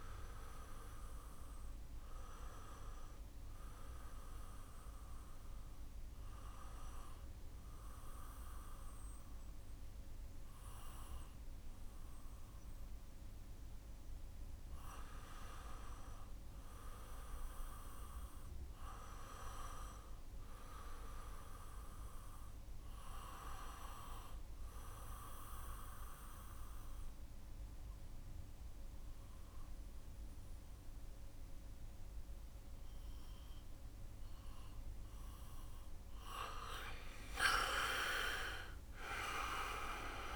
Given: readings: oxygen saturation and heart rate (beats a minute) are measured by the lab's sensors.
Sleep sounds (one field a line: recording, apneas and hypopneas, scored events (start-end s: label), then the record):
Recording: breathing in sleep by a room microphone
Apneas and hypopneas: 1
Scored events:
17.50-21.00 s: arousal
23.50-36.50 s: oxygen desaturation (device-marked, oxygen 95% before, 92% lowest, heart rate 77 before, 74 extreme)
25.00-36.00 s: central apnea (oxygen 95% before, 89% lowest, heart rate 77 before, 74 extreme, up 7 after)
37.50-40.36 s: arousal
From the record:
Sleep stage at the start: N2 (light sleep)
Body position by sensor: on the back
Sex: male